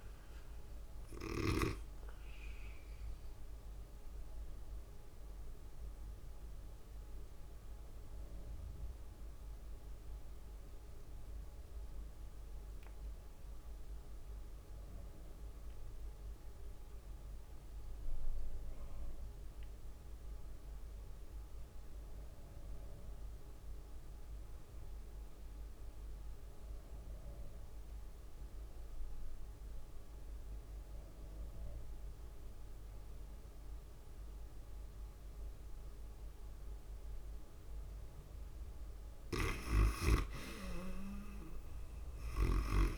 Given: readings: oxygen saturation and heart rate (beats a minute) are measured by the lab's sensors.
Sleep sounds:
breathing in sleep by a room microphone; 1
0.00-2.50 s: oxygen desaturation (device-marked, oxygen 68% lowest, heart rate 104 extreme)
0.00-9.50 s: drop in pulse transit time (device-marked, heart rate 110 extreme)
0.00-27.50 s: tachycardia (device-marked, heart rate 115 extreme)
3.50-37.00 s: obstructive apnea (oxygen 77% before, 59% lowest, heart rate 108 before, 94 extreme)
15.50-42.98 s: oxygen desaturation (device-marked, oxygen 97% before, 59% lowest, heart rate 112 before, 94 extreme)
40.00-42.98 s: arousal
From the record:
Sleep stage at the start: REM sleep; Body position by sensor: on the back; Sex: female

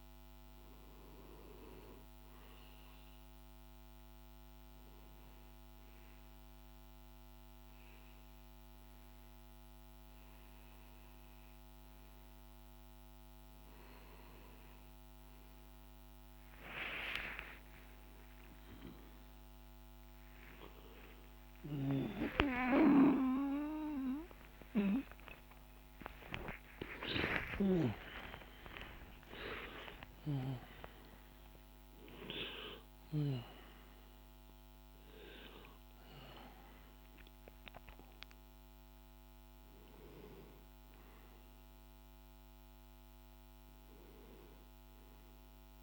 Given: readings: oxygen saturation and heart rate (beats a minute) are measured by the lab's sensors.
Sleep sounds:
breathing in sleep by a microphone on the trachea; 1
0.00-10.50 s: oxygen desaturation (device-marked, oxygen 95% lowest, heart rate 35 extreme)
2.50-13.50 s: hypopnea (oxygen 100% before, 93% lowest)
20.50-26.50 s: arousal
34.50-45.50 s: oxygen desaturation (device-marked, oxygen 97% before, 93% lowest, heart rate 94 before, 30 extreme)
From the record:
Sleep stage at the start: REM sleep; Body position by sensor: on the back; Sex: male

